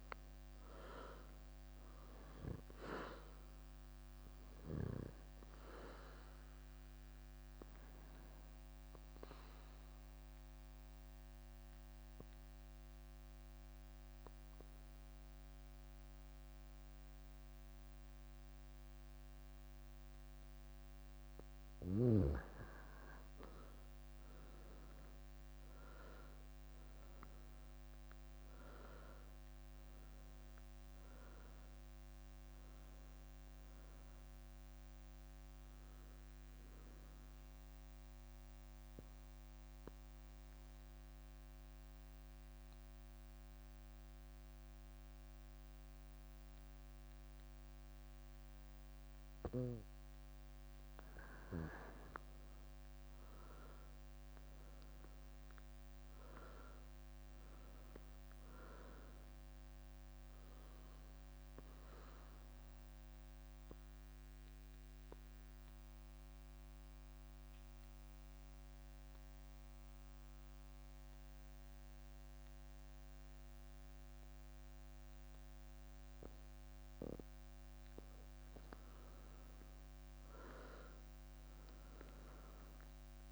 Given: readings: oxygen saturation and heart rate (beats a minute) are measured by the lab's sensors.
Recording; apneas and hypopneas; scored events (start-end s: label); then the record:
breathing in sleep by a microphone on the trachea; 3
2.50-17.50 s: oxygen desaturation (device-marked, oxygen 97% before, 92% lowest, heart rate 64 before, 57 extreme)
6.50-12.50 s: bradycardia (device-marked, heart rate 66 before, 57 extreme)
8.00-20.50 s: mixed apnea (oxygen 97% before, 89% lowest, heart rate 65 before, 57 extreme, up 14 after)
23.50-28.00 s: arousal
28.50-49.50 s: oxygen desaturation (device-marked, oxygen 97% before, 89% lowest, heart rate 62 before, 52 extreme)
33.50-43.50 s: bradycardia (device-marked, heart rate 65 before, 57 extreme)
36.50-50.00 s: mixed apnea (oxygen 97% before, 89% lowest, heart rate 66 before, 52 extreme, up 15 after)
52.00-56.00 s: arousal
60.50-73.50 s: bradycardia (device-marked, heart rate 65 before, 52 extreme)
62.50-73.50 s: oxygen desaturation (device-marked, oxygen 98% before, 93% lowest, heart rate 65 before, 52 extreme)
63.50-78.00 s: mixed apnea (oxygen 99% before, 91% lowest, heart rate 66 before, 52 extreme, up 21 after)
79.50-83.32 s: new sleep stage, awake
81.50-83.32 s: oxygen desaturation (device-marked, oxygen 98% before, 91% lowest, heart rate 58 before, 63 extreme)
From the record:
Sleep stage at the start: N2 (light sleep); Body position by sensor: on the back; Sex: female